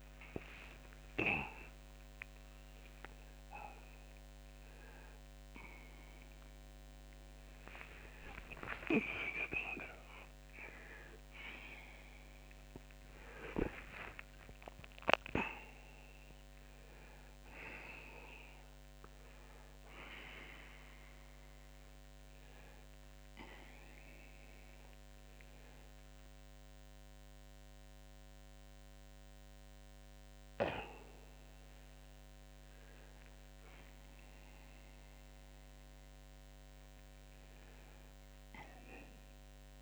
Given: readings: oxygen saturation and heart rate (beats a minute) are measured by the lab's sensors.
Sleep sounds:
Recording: a person awake in a sleep study, by a microphone on the trachea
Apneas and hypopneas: none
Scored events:
none scored
From the record:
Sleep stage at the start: awake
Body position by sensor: on the back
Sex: male

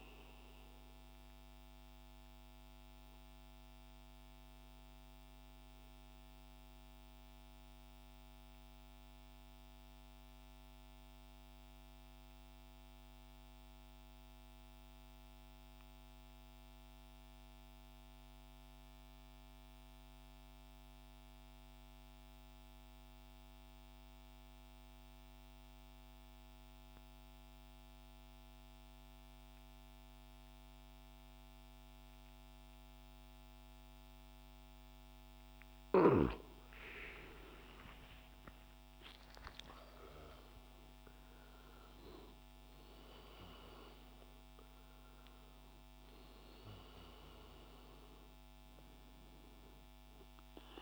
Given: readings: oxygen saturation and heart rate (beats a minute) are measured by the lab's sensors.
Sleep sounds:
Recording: breathing in sleep, hard to hear, by a microphone on the trachea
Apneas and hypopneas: 1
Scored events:
0.00-5.00 s: oxygen desaturation (device-marked, oxygen 88% lowest, heart rate 62 extreme)
1.00-35.50 s: mixed apnea (oxygen 96% before, 88% lowest, heart rate 73 before, 63 extreme, up 21 after)
26.00-50.82 s: oxygen desaturation (device-marked, oxygen 98% before, 88% lowest, heart rate 64 before, 63 extreme)
36.50-41.00 s: arousal
From the record:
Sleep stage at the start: N2 (light sleep)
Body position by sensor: on the back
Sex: male

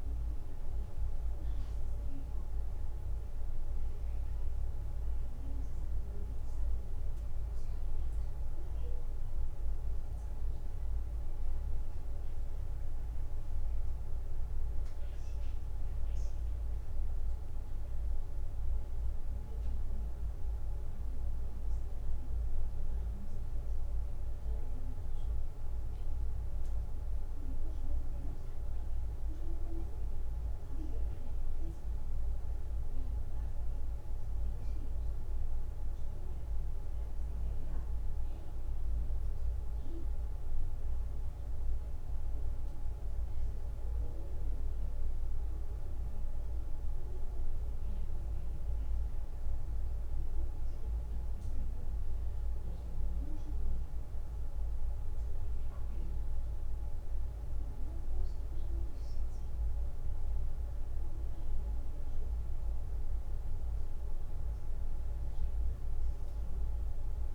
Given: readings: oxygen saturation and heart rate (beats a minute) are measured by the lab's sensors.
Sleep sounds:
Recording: a person awake in a sleep study, hard to hear, by a room microphone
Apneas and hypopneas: none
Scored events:
64.00-67.35 s: new sleep stage, N1 (lightest sleep)
From the record:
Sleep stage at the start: awake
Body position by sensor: on the back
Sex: male

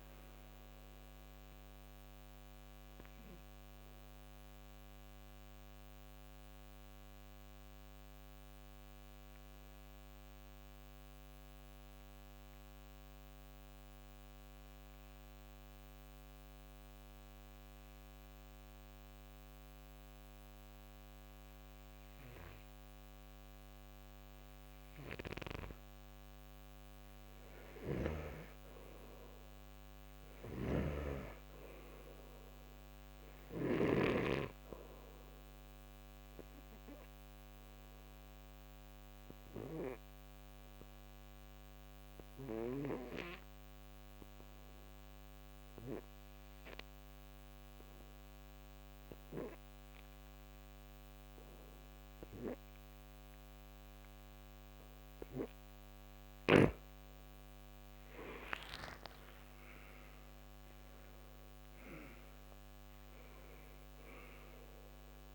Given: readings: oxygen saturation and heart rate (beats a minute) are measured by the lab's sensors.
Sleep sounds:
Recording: breathing in sleep by a microphone on the trachea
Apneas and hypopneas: 2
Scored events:
0.00-15.50 s: oxygen desaturation (device-marked, oxygen 83% lowest, heart rate 58 extreme)
3.00-25.50 s: obstructive apnea (oxygen 97% before, 83% lowest, heart rate 73 before, 58 extreme, up 4 after)
27.50-30.50 s: arousal
29.50-45.50 s: oxygen desaturation (device-marked, oxygen 99% before, 87% lowest, heart rate 64 before, 65 extreme)
30.50-34.00 s: snoring (device-marked)
36.50-56.50 s: obstructive apnea (oxygen 99% before, 81% lowest, heart rate 66 before, 61 extreme, up 8 after)
54.50-65.35 s: oxygen desaturation (device-marked, oxygen 96% before, 85% lowest, heart rate 68 before, 61 extreme)
58.00-61.50 s: arousal
From the record:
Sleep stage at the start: N2 (light sleep)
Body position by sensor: on the back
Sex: male

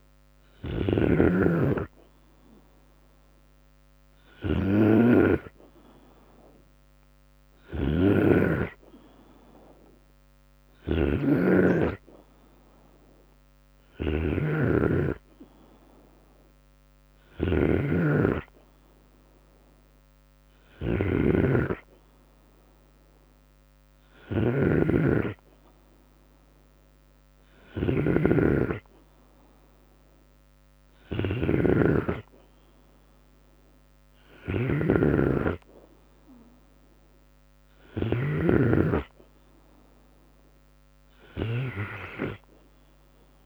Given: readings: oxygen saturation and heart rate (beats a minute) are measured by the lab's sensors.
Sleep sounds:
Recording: breathing in sleep by a microphone on the trachea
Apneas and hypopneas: none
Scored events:
0.00-37.50 s: snoring (device-marked)
36.50-38.50 s: long interval between heartbeats (device-marked, heart rate 81 before, 80 extreme)
From the record:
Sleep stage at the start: N2 (light sleep)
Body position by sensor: on the right side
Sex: male

